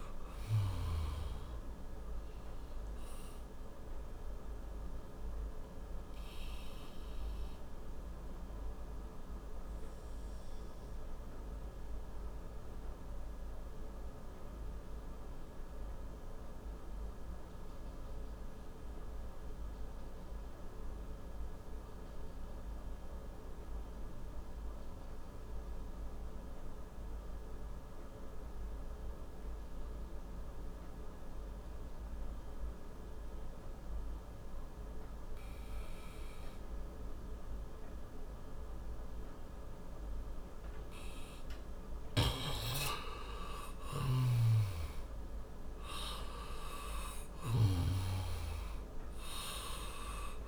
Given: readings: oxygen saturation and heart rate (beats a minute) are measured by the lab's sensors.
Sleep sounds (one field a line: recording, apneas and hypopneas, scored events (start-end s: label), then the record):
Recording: breathing in sleep by a room microphone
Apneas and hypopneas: 1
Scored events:
0.00-19.00 s: oxygen desaturation (device-marked, oxygen 88% lowest, heart rate 56 extreme)
4.00-40.00 s: obstructive apnea (oxygen 97% before, 87% lowest, heart rate 74 before, 56 extreme, up 21 after)
38.00-50.48 s: oxygen desaturation (device-marked, oxygen 97% before, 87% lowest, heart rate 60 before, 57 extreme)
41.50-47.50 s: snoring (device-marked)
42.50-47.50 s: arousal
From the record:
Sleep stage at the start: N2 (light sleep)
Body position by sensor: on the back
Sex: male